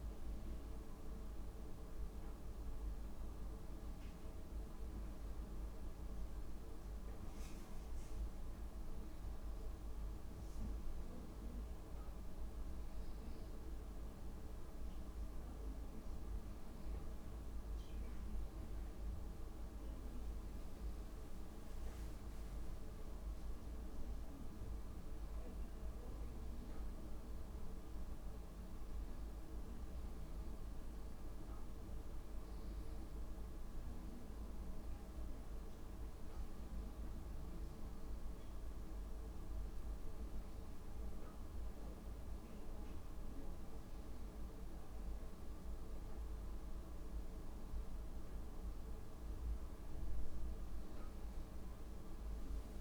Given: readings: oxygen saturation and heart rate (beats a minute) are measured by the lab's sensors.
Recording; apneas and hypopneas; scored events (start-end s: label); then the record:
a person awake in a sleep study, hard to hear, by a room microphone; none
9.00-19.00 s: drop in pulse transit time (device-marked, heart rate 64 before, 63 extreme)
16.00-37.00 s: oxygen desaturation (device-marked, oxygen 99% before, 94% lowest, heart rate 63 before, 61 extreme)
47.00-52.81 s: drop in pulse transit time (device-marked, heart rate 62 before, 63 extreme)
From the record:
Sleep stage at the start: awake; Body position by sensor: on the right side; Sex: female